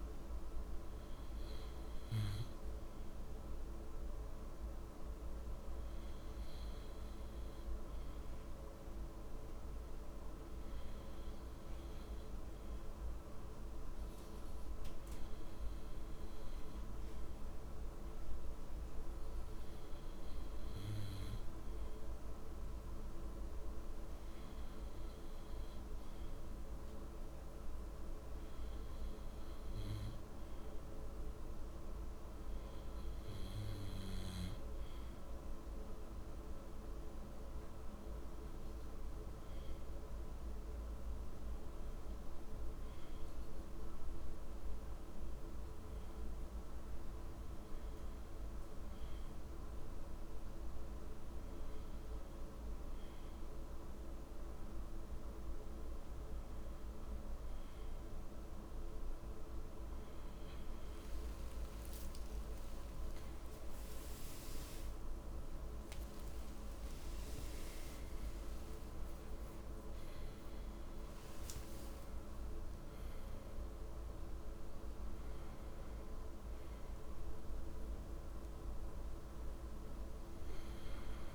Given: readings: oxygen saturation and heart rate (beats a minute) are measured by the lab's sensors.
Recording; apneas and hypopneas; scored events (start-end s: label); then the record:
breathing in sleep, hard to hear, by a room microphone; none
61.00-68.50 s: arousal
62.00-69.00 s: tachycardia (device-marked, heart rate 57 before, 115 extreme)
From the record:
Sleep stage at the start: N2 (light sleep); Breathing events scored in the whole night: 207 in 6.1 hours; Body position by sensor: on the left side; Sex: male